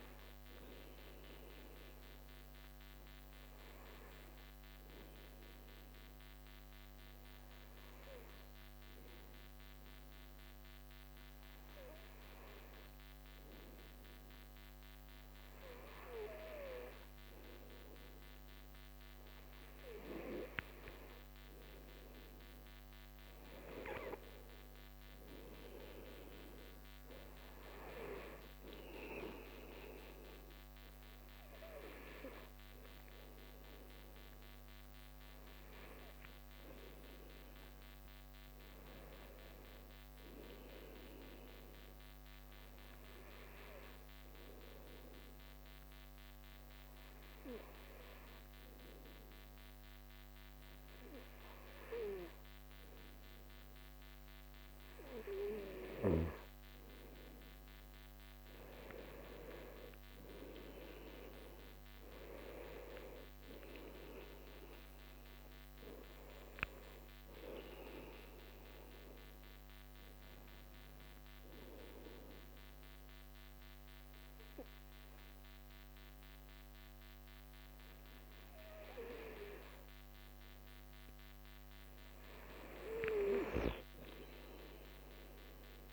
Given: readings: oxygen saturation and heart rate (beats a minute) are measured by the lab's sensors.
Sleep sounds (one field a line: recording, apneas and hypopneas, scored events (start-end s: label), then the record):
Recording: breathing in sleep by a microphone on the trachea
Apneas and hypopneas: 3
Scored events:
2.50-20.50 s: obstructive apnea (oxygen 95% before, 91% lowest)
23.00-26.50 s: arousal
44.50-57.00 s: obstructive apnea (oxygen 94% before, 91% lowest)
58.50-63.00 s: arousal
68.00-81.50 s: obstructive apnea (oxygen 94% before, 91% lowest)
83.00-85.93 s: arousal
From the record:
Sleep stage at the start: N2 (light sleep)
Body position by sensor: on the right side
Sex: male